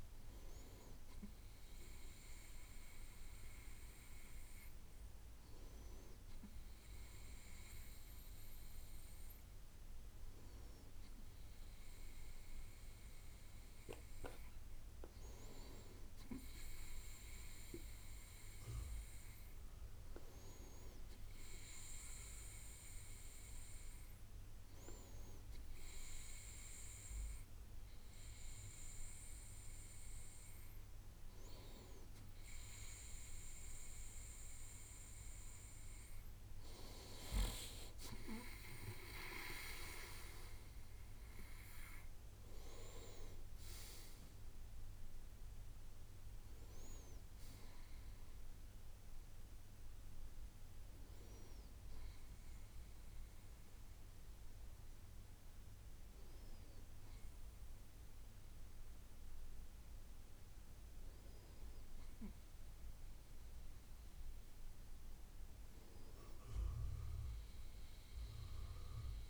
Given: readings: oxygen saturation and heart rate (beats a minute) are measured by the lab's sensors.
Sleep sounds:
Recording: breathing in sleep by a room microphone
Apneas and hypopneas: none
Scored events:
none scored
From the record:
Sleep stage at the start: N2 (light sleep)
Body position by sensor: on the right side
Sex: male

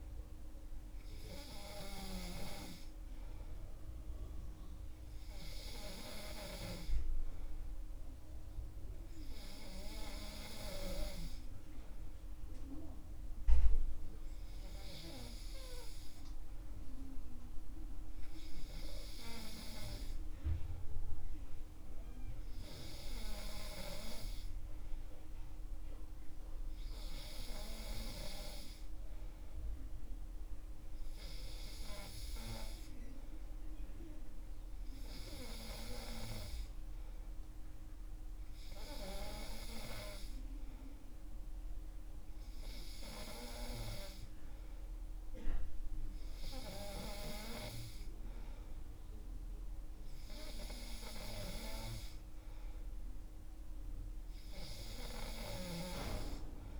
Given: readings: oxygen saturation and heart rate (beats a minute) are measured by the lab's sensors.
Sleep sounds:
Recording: breathing in sleep by a room microphone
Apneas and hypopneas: none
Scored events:
none scored
From the record:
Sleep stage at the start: N2 (light sleep)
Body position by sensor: on the back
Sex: male

